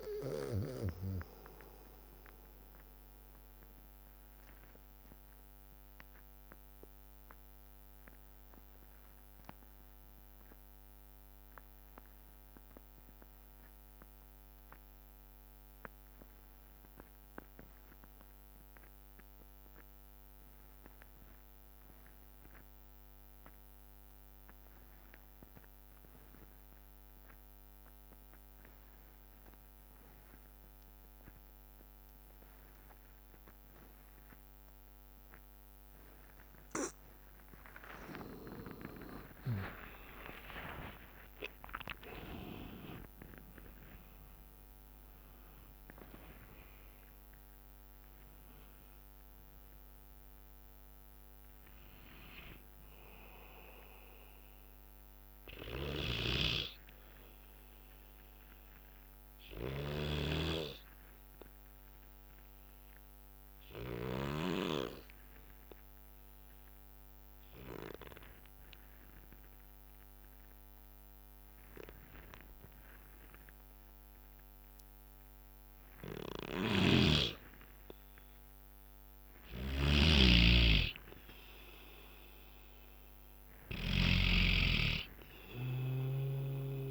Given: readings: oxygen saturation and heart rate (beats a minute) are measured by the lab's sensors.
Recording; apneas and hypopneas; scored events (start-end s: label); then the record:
breathing in sleep by a microphone on the trachea; 2
0.00-4.00 s: drop in pulse transit time (device-marked, heart rate 62 extreme)
0.00-15.00 s: oxygen desaturation (device-marked, oxygen 85% lowest, heart rate 52 extreme)
1.00-18.00 s: bradycardia (device-marked, heart rate 65 before, 52 extreme)
4.00-37.00 s: obstructive apnea (oxygen 99% before, 85% lowest, heart rate 67 before, 55 extreme, up 18 after)
26.00-57.00 s: oxygen desaturation (device-marked, oxygen 100% before, 85% lowest, heart rate 58 before, 57 extreme)
38.50-43.00 s: arousal
40.00-55.00 s: drop in pulse transit time (device-marked, heart rate 62 before, 67 extreme)
46.00-48.00 s: long interval between heartbeats (device-marked, heart rate 65 before, 97 extreme)
55.00-58.00 s: bradycardia (device-marked, heart rate 65 before, 60 extreme)
56.00-60.50 s: snoring (device-marked)
57.50-81.00 s: obstructive apnea (oxygen 97% before, 91% lowest, heart rate 79 before, 61 extreme, up 2 after)
76.50-84.50 s: snoring (device-marked)
80.00-86.91 s: oxygen desaturation (device-marked, oxygen 99% before, 91% lowest, heart rate 62 before, 59 extreme)
82.50-86.00 s: arousal
From the record:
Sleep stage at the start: N2 (light sleep); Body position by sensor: on the back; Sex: male